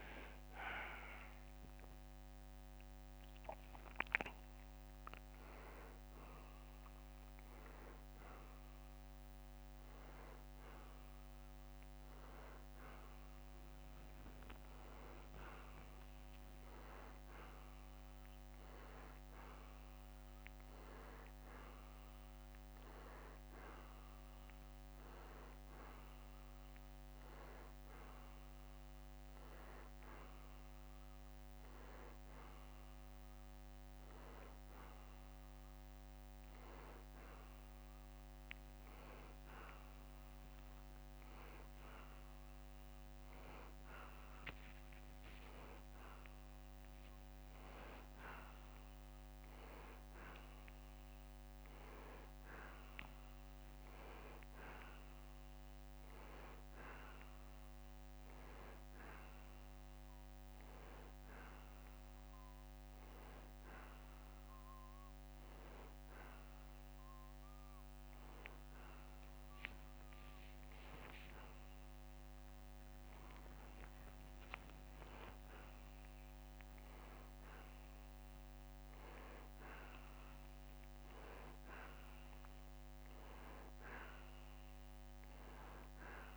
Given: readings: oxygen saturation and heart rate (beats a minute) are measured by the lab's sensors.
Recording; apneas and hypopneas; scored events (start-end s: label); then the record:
a person awake in a sleep study, by a microphone on the trachea; none
0.00-9.00 s: drop in pulse transit time (device-marked, heart rate 75 extreme)
1.00-9.00 s: oxygen desaturation (device-marked, oxygen 94% before, 91% lowest, heart rate 112 before, 75 extreme)
2.00-4.00 s: long interval between heartbeats (device-marked, heart rate 112 before, 76 extreme)
41.00-43.00 s: long interval between heartbeats (device-marked, heart rate 79 before, 89 extreme)
43.00-45.00 s: long interval between heartbeats (device-marked, heart rate 80 before, 100 extreme)
48.00-50.00 s: long interval between heartbeats (device-marked, heart rate 84 before, 94 extreme)
53.00-64.00 s: drop in pulse transit time (device-marked, heart rate 88 before, 76 extreme)
73.50-75.50 s: long interval between heartbeats (device-marked, heart rate 79 before, 96 extreme)
82.00-84.00 s: drop in pulse transit time (device-marked, heart rate 83 before, 88 extreme)
82.00-84.00 s: long interval between heartbeats (device-marked, heart rate 83 before, 88 extreme)
From the record:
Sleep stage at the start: awake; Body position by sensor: on the back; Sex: male